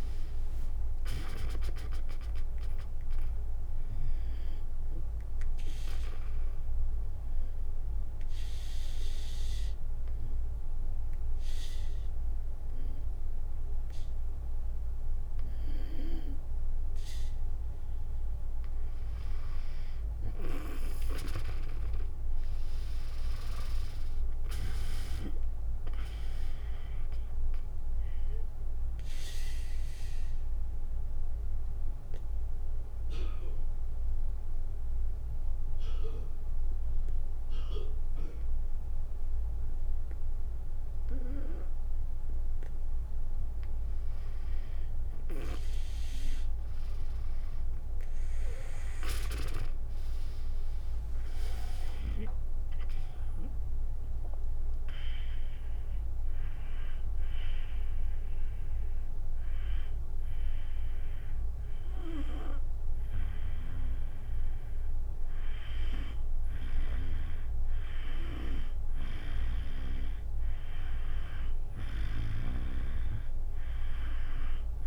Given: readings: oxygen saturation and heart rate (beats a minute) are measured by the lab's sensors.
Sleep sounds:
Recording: breathing in sleep by a room microphone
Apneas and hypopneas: 3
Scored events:
0.00-9.50 s: drop in pulse transit time (device-marked, heart rate 62 extreme)
5.00-18.00 s: obstructive apnea (oxygen 96% before, 91% lowest, heart rate 69 before, 58 extreme, up 12 after)
20.00-23.00 s: arousal
23.50-42.50 s: oxygen desaturation (device-marked, oxygen 97% before, 91% lowest, heart rate 66 before, 58 extreme)
24.50-35.50 s: drop in pulse transit time (device-marked, heart rate 65 before, 60 extreme)
28.00-43.00 s: obstructive apnea (oxygen 97% before, 91% lowest, heart rate 67 before, 58 extreme, up 12 after)
46.00-49.50 s: arousal
49.50-60.50 s: drop in pulse transit time (device-marked, heart rate 69 before, 69 extreme)
52.50-66.50 s: oxygen desaturation (device-marked, oxygen 99% before, 92% lowest, heart rate 65 before, 60 extreme)
55.50-65.50 s: hypopnea (oxygen 99% before, 92% lowest, heart rate 66 before, 60 extreme, up 19 after)
68.00-71.50 s: arousal
From the record:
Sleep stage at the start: N2 (light sleep)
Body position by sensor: on the back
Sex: female

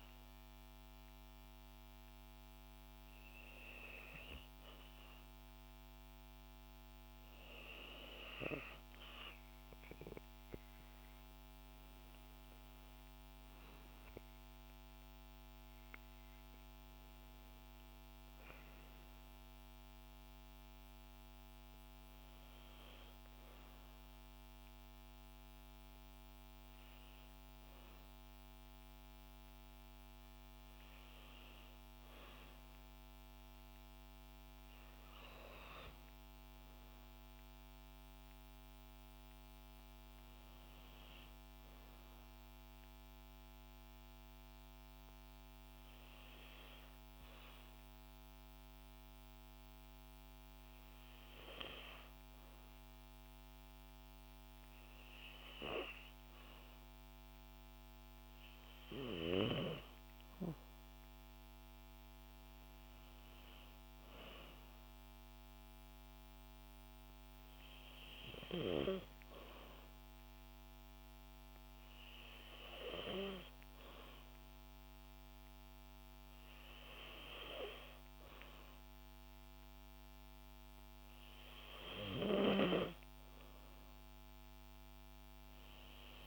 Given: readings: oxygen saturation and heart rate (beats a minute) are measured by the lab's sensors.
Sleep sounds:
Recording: breathing in sleep by a microphone on the trachea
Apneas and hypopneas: none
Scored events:
none scored
From the record:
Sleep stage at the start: N2 (light sleep)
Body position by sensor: on the back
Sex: female

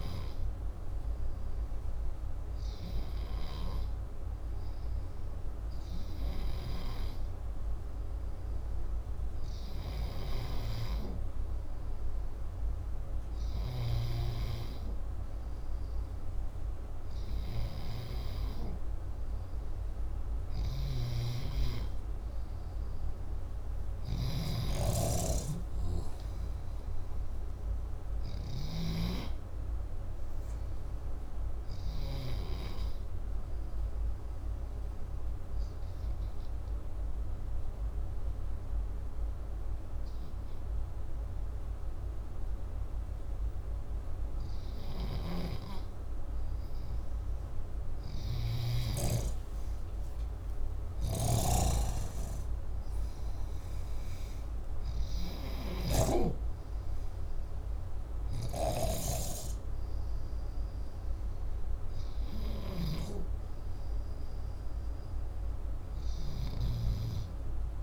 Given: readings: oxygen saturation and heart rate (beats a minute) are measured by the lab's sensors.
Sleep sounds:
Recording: breathing in sleep by a room microphone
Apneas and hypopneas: 1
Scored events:
18.00-33.00 s: oxygen desaturation (device-marked, oxygen 97% before, 93% lowest, heart rate 62 before, 59 extreme)
23.50-27.50 s: arousal
33.50-45.00 s: obstructive apnea (oxygen 97% before, 92% lowest, heart rate 64 before, 59 extreme, up 7 after)
47.00-52.50 s: arousal
50.00-55.50 s: snoring (device-marked)
From the record:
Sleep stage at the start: N2 (light sleep)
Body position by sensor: upright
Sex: male

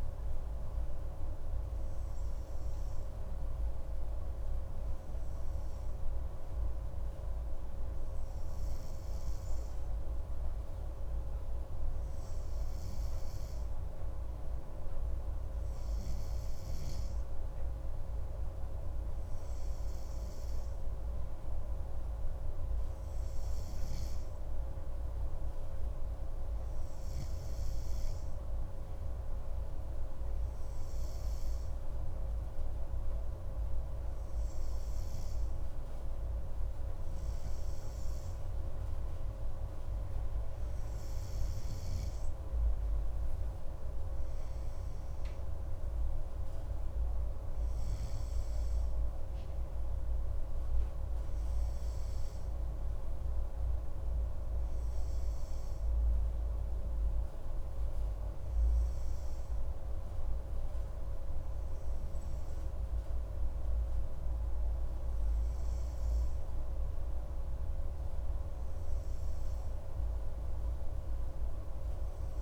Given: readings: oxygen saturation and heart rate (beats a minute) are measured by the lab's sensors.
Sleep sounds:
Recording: breathing in sleep, hard to hear, by a room microphone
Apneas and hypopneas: none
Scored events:
none scored
From the record:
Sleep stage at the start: N2 (light sleep)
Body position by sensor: on the right side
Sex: male

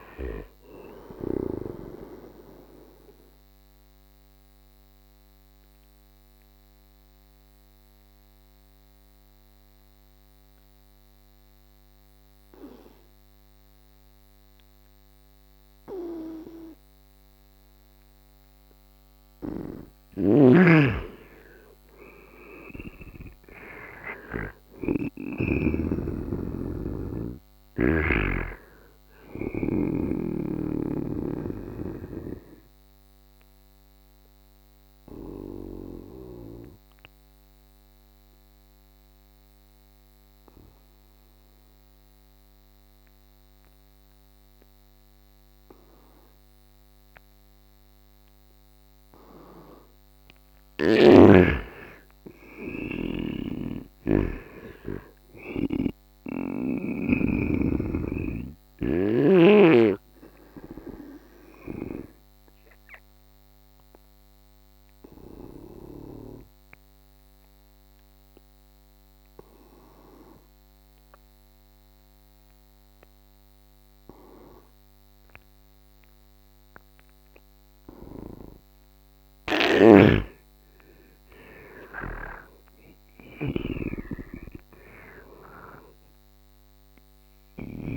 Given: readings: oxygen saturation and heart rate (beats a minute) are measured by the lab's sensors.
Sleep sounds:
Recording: breathing in sleep by a microphone on the trachea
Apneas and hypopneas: 3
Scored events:
0.00-19.50 s: oxygen desaturation (device-marked, oxygen 85% lowest, heart rate 70 extreme)
2.50-18.50 s: obstructive apnea (oxygen 100% before, 85% lowest, heart rate 79 before, 70 extreme, up 9 after)
19.50-25.50 s: snoring (device-marked)
21.00-25.00 s: arousal
26.50-45.50 s: oxygen desaturation (device-marked, oxygen 100% before, 88% lowest, heart rate 73 before, 70 extreme)
30.00-49.50 s: obstructive apnea (oxygen 100% before, 87% lowest, heart rate 74 before, 70 extreme, up 13 after)
50.50-77.50 s: oxygen desaturation (device-marked, oxygen 99% before, 88% lowest, heart rate 74 before, 71 extreme)
52.00-56.00 s: arousal
53.00-56.50 s: snoring (device-marked)
62.50-78.50 s: obstructive apnea (oxygen 99% before, 87% lowest, heart rate 77 before, 71 extreme, up 13 after)
79.50-87.50 s: snoring (device-marked)
81.50-85.00 s: arousal
From the record:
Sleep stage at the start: N2 (light sleep)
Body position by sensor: on the right side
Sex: male

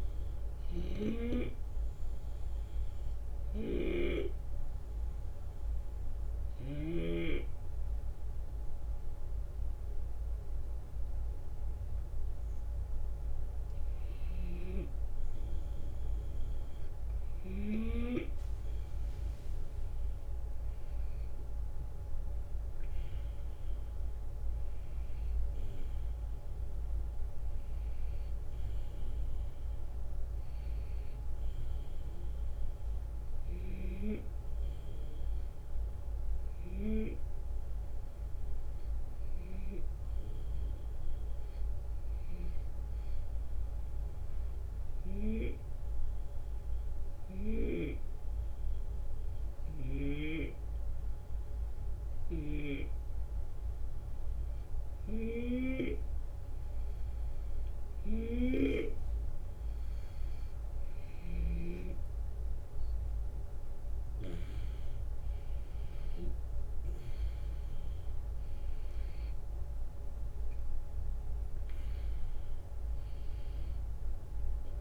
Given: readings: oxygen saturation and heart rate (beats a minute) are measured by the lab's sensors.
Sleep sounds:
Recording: breathing in sleep by a room microphone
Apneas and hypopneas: 2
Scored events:
0.50-7.00 s: snoring (device-marked)
3.00-14.00 s: obstructive apnea (oxygen 94% before, 90% lowest, heart rate 77 before, 73 extreme, up 6 after)
18.00-23.00 s: arousal
42.50-59.00 s: hypopnea (oxygen 94% before, 90% lowest, heart rate 81 before, 74 extreme, up 6 after)
52.00-61.50 s: snoring (device-marked)
61.00-67.00 s: arousal
66.00-74.81 s: drop in pulse transit time (device-marked, heart rate 75 before, 80 extreme)
From the record:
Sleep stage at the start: N2 (light sleep)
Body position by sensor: on the left side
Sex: male

